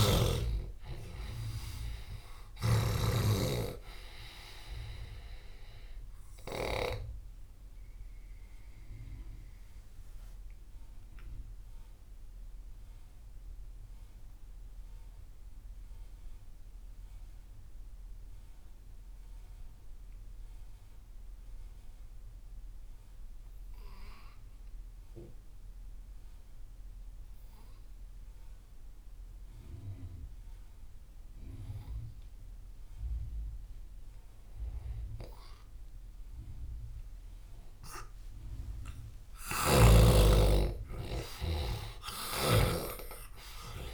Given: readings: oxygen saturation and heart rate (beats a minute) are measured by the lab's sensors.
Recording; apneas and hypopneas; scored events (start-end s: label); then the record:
breathing in sleep by a room microphone; 1
0.00-2.50 s: snoring (device-marked)
0.00-22.00 s: oxygen desaturation (device-marked, oxygen 86% lowest)
8.00-38.50 s: obstructive apnea (oxygen 97% before, 85% lowest)
36.00-43.93 s: oxygen desaturation (device-marked, oxygen 98% before, 85% lowest)
39.00-42.50 s: snoring (device-marked)
39.50-43.50 s: arousal
From the record:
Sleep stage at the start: N2 (light sleep); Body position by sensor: on the left side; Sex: male